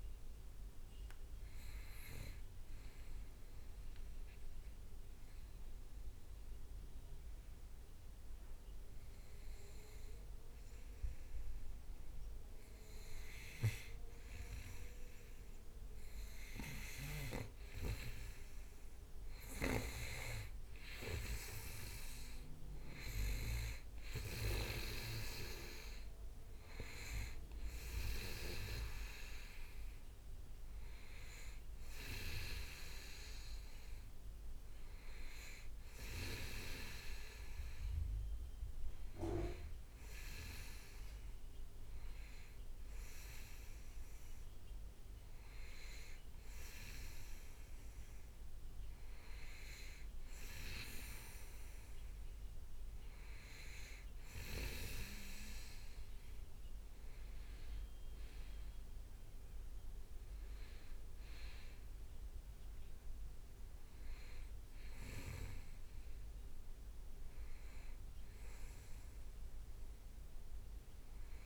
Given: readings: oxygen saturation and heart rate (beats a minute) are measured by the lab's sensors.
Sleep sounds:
breathing in sleep by a room microphone; 1
4.50-15.50 s: hypopnea (oxygen 98% before, 94% lowest, heart rate 72 before, 63 extreme, up 5 after)
15.00-18.00 s: leg movement (device-marked)
17.50-21.00 s: arousal
19.00-37.00 s: oxygen desaturation (device-marked, oxygen 99% before, 94% lowest, heart rate 66 before, 63 extreme)
From the record:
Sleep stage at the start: N2 (light sleep); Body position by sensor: on the back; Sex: male

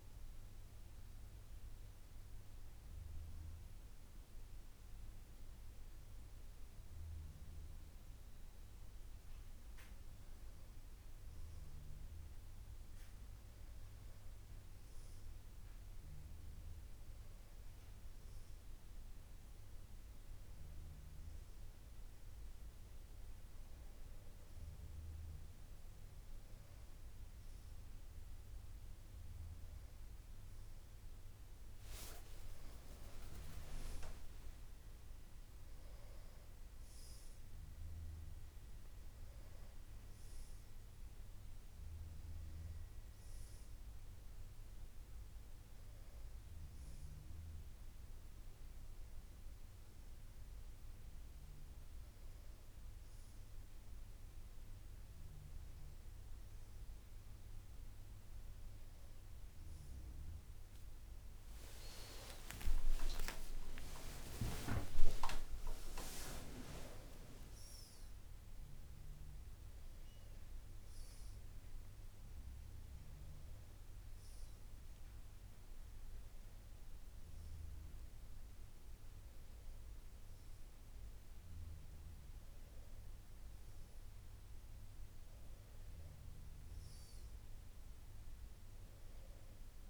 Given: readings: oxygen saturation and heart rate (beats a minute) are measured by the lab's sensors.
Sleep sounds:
a person partly awake in a sleep study, by a room microphone; none
0.00-6.50 s: oxygen desaturation (device-marked, oxygen 91% lowest, heart rate 57 extreme)
31.50-61.50 s: new sleep stage, N1 (lightest sleep)
32.00-36.00 s: arousal
61.50-89.89 s: new sleep stage, awake
From the record:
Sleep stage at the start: N2 (light sleep); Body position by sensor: on the back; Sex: female

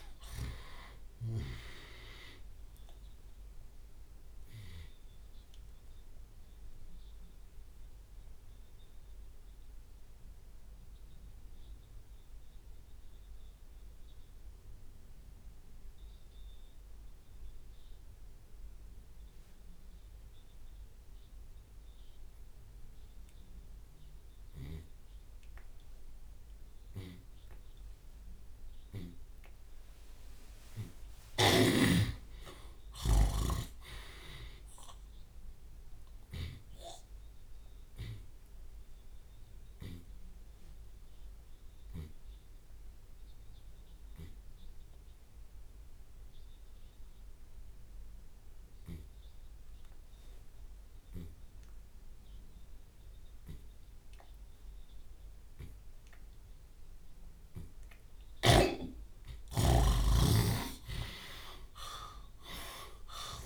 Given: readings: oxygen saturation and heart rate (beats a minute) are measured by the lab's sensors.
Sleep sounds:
breathing in sleep by a room microphone; 2
1.00-3.00 s: long interval between heartbeats (device-marked, heart rate 91 before, 76 extreme)
5.50-29.00 s: obstructive apnea (oxygen 99% before, 73% lowest)
17.00-36.00 s: oxygen desaturation (device-marked, oxygen 97% before, 73% lowest, heart rate 58 before, 56 extreme)
22.50-24.50 s: long interval between heartbeats (device-marked, heart rate 50 before, 71 extreme)
29.00-32.00 s: tachycardia (device-marked, heart rate 73 before, 93 extreme)
30.00-33.00 s: arousal
32.00-34.00 s: long interval between heartbeats (device-marked, heart rate 60 before, 108 extreme)
33.00-36.00 s: tachycardia (device-marked, heart rate 73 before, 118 extreme)
35.00-45.00 s: drop in pulse transit time (device-marked, heart rate 74 before, 58 extreme)
36.00-38.00 s: long interval between heartbeats (device-marked, heart rate 77 before, 108 extreme)
36.50-58.50 s: obstructive apnea (oxygen 97% before, 79% lowest, heart rate 77 before, 56 extreme)
38.50-40.50 s: long interval between heartbeats (device-marked, heart rate 83 before, 98 extreme)
51.50-53.50 s: long interval between heartbeats (device-marked, heart rate 85 before, 80 extreme)
52.00-54.00 s: tachycardia (device-marked, heart rate 71 before, 89 extreme)
55.00-57.00 s: long interval between heartbeats (device-marked, heart rate 81 before, 107 extreme)
55.00-63.46 s: tachycardia (device-marked, heart rate 71 before, 139 extreme)
58.00-60.00 s: long interval between heartbeats (device-marked, heart rate 81 before, 110 extreme)
60.00-63.46 s: arousal
61.50-63.46 s: long interval between heartbeats (device-marked, heart rate 84 before, 127 extreme)
62.00-63.46 s: drop in pulse transit time (device-marked, heart rate 85 before, 95 extreme)
From the record:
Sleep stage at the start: N2 (light sleep); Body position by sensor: on the left side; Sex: male

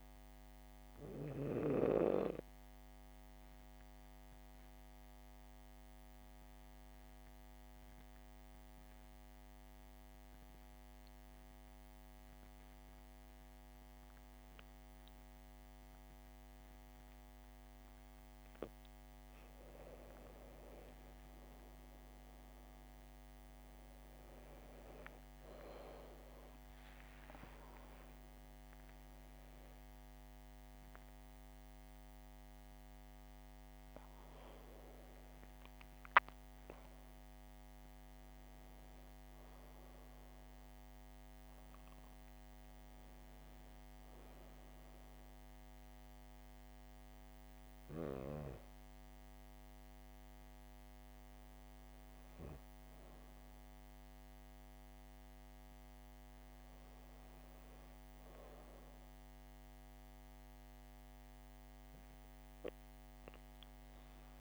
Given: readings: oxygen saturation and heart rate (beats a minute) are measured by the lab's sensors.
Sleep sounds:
breathing in sleep by a microphone on the trachea; 1
2.50-19.50 s: obstructive apnea (oxygen 98% before, 92% lowest, heart rate 68 before, 66 extreme, up 7 after)
17.50-39.50 s: oxygen desaturation (device-marked, oxygen 96% before, 92% lowest, heart rate 68 before, 67 extreme)
21.00-25.50 s: arousal
From the record:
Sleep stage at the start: N2 (light sleep); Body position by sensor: on the back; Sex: female

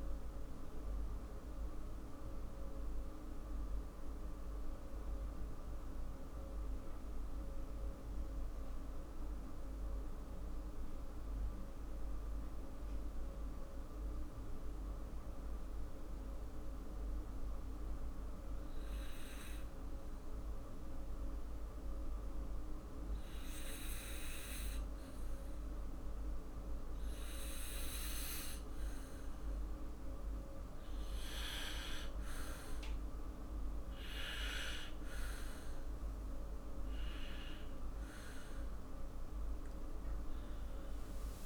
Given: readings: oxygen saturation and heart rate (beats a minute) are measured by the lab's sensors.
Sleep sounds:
breathing in sleep, hard to hear, by a room microphone; 1
2.00-30.00 s: mixed apnea (oxygen 100% before, 96% lowest, heart rate 58 before, 54 extreme, up 4 after)
3.50-18.50 s: oxygen desaturation (device-marked, oxygen 99% before, 96% lowest, heart rate 58 before, 54 extreme)
34.50-41.45 s: new sleep stage, awake
From the record:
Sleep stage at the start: N2 (light sleep); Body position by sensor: on the back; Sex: male

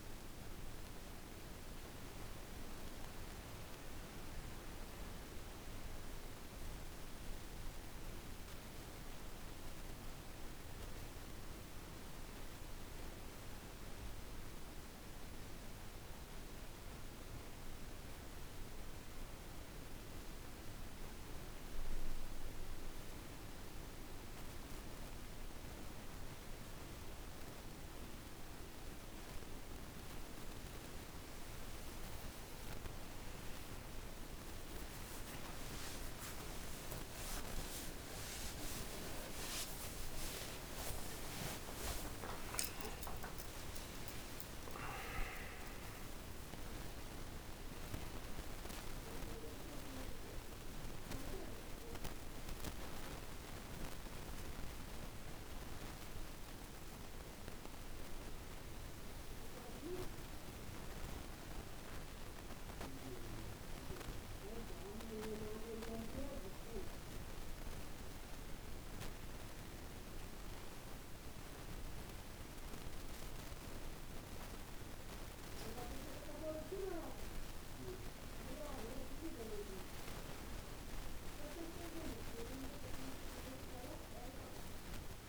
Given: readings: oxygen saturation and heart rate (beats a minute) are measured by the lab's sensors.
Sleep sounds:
breathing in sleep by a room microphone; none
37.00-44.50 s: arousal
From the record:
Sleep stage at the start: N2 (light sleep); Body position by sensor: on the back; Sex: male

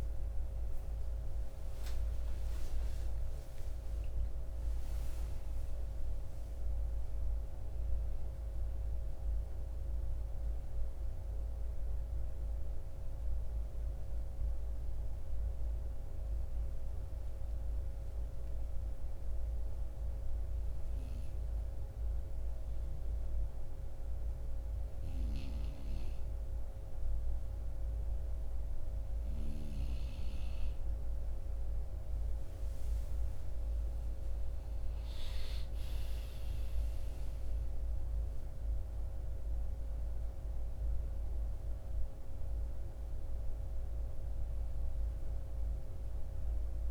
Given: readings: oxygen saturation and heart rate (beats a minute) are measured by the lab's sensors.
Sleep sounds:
breathing in sleep, hard to hear, by a room microphone; 1
2.50-6.50 s: arousal
18.50-29.50 s: obstructive apnea (oxygen 95% before, 90% lowest, heart rate 67 before, 54 extreme, up 9 after)
34.00-38.50 s: arousal
40.00-46.91 s: oxygen desaturation (device-marked, oxygen 96% before, 90% lowest, heart rate 58 before, 54 extreme)
From the record:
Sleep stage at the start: N2 (light sleep); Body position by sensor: on the right side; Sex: male

